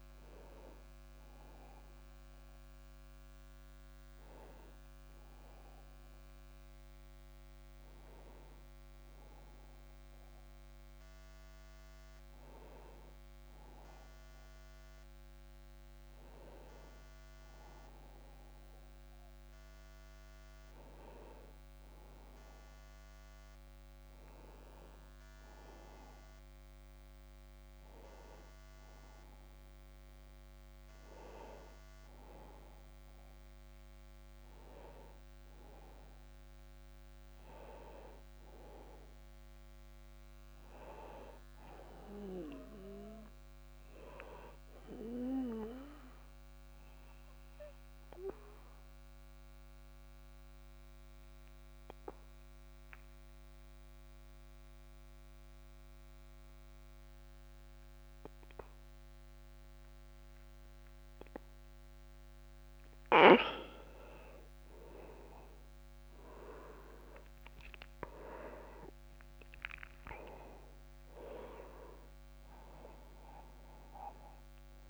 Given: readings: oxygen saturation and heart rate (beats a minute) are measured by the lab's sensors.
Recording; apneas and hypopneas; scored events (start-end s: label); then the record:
breathing in sleep by a microphone on the trachea; 1
0.00-9.50 s: oxygen desaturation (device-marked, oxygen 92% lowest, heart rate 29 extreme)
39.50-42.50 s: arousal
39.50-69.50 s: new sleep stage, N2 (light sleep)
46.00-62.50 s: obstructive apnea (oxygen 99% before, 91% lowest)
65.00-68.00 s: arousal
69.50-74.90 s: new sleep stage, N1 (lightest sleep)
70.50-74.90 s: oxygen desaturation (device-marked, oxygen 96% before, 91% lowest)
From the record:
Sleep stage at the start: N1 (lightest sleep); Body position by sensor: on the back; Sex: male